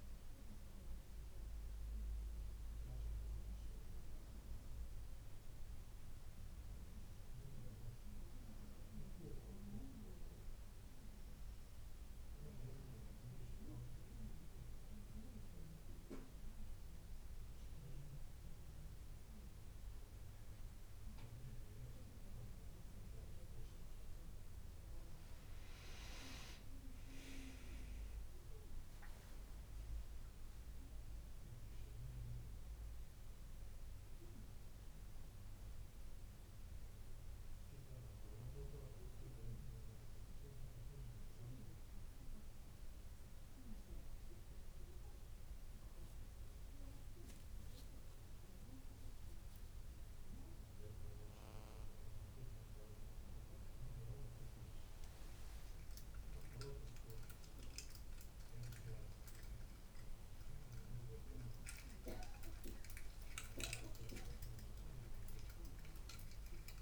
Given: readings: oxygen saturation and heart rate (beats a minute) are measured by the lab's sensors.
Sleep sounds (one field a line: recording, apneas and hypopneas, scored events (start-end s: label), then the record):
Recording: a person awake in a sleep study, by a room microphone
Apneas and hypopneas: none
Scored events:
19.00-66.82 s: new sleep stage, awake
From the record:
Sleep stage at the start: N2 (light sleep)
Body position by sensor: on the back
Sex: female